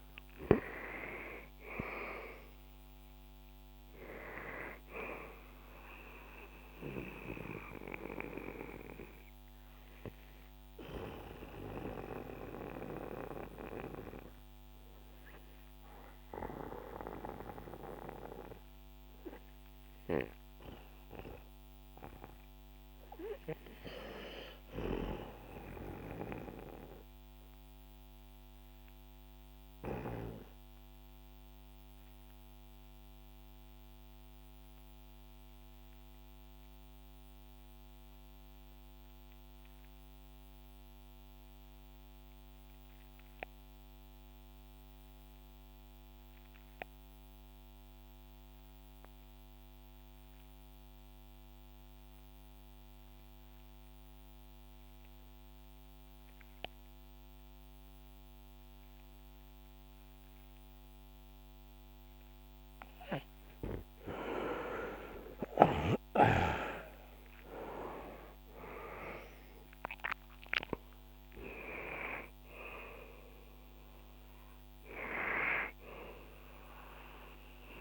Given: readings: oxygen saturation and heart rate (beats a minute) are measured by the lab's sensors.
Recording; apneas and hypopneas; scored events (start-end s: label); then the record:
breathing in sleep by a microphone on the trachea; 1
0.00-25.00 s: oxygen desaturation (device-marked, oxygen 78% lowest, heart rate 60 extreme)
26.50-63.00 s: obstructive apnea (oxygen 88% before, 79% lowest, heart rate 70 before, 59 extreme, up 24 after)
52.00-77.81 s: oxygen desaturation (device-marked, oxygen 96% before, 79% lowest, heart rate 64 before, 54 extreme)
65.00-70.50 s: arousal
From the record:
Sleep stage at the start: REM sleep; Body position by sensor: on the back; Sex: male